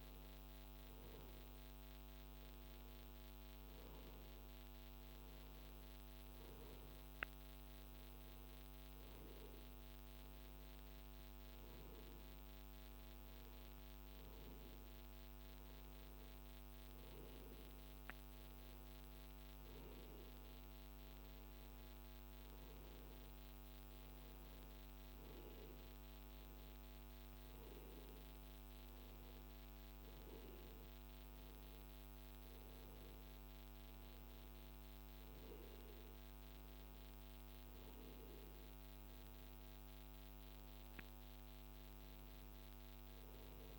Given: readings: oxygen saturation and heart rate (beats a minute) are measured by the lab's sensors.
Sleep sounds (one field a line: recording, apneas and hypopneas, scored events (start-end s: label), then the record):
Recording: breathing in sleep, hard to hear, by a microphone on the trachea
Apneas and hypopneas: none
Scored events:
none scored
From the record:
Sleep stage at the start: N1 (lightest sleep)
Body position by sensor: on the right side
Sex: male